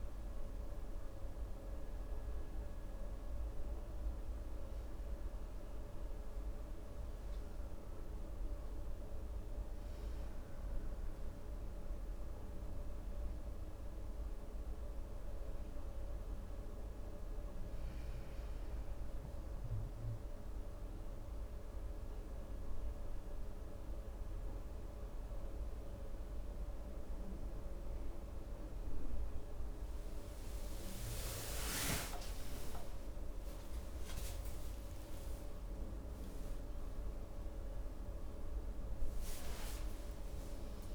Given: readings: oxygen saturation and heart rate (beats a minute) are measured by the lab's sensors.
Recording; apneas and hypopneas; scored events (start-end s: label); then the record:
breathing in sleep, hard to hear, by a room microphone; none
34.00-40.00 s: arousal
From the record:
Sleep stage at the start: N2 (light sleep); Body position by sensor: on the right side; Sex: male